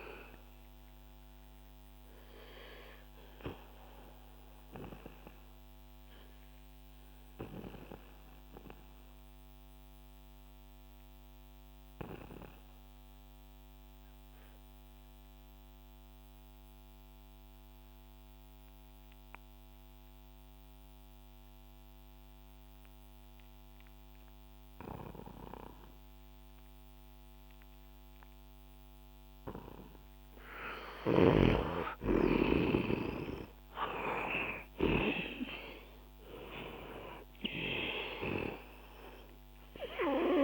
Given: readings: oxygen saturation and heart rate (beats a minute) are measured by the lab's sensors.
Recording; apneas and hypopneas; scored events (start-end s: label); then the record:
breathing in sleep by a microphone on the trachea; 1
1.50-30.50 s: obstructive apnea (oxygen 96% before, 87% lowest, heart rate 72 before, 62 extreme, up 9 after)
14.50-21.50 s: oxygen desaturation (device-marked, oxygen 92% before, 89% lowest, heart rate 69 before, 65 extreme)
32.00-36.00 s: arousal
32.50-40.44 s: oxygen desaturation (device-marked, oxygen 99% before, 87% lowest, heart rate 68 before, 62 extreme)
From the record:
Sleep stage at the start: N2 (light sleep); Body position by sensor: on the back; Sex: male